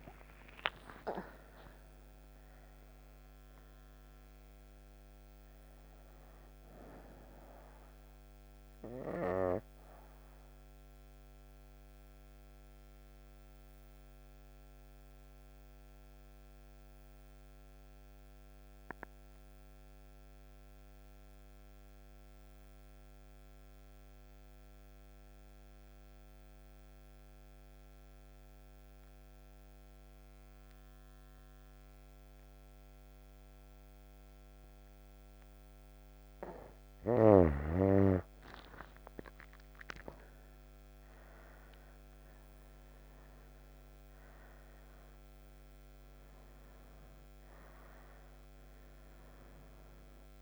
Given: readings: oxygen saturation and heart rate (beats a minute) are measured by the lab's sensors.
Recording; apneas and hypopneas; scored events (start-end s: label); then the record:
breathing in sleep by a microphone on the trachea; 1
0.00-3.50 s: arousal
10.00-35.50 s: obstructive apnea (oxygen 98% before, 89% lowest)
34.50-50.42 s: oxygen desaturation (device-marked, oxygen 98% before, 89% lowest)
38.50-43.00 s: arousal
From the record:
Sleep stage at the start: N2 (light sleep); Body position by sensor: on the right side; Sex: female